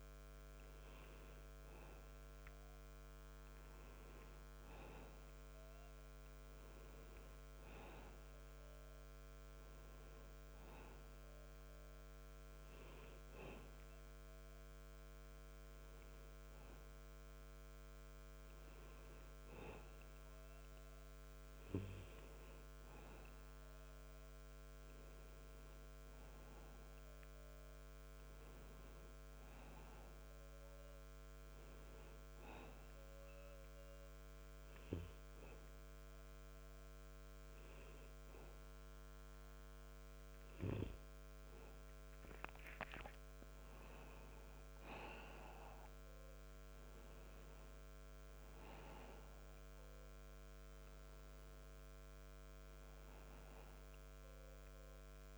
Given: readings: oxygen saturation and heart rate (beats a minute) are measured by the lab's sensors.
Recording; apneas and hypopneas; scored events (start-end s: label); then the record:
breathing in sleep by a microphone on the trachea; none
1.00-55.38 s: new sleep stage, N2 (light sleep)
From the record:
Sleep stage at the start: N1 (lightest sleep); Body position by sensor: on the back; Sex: male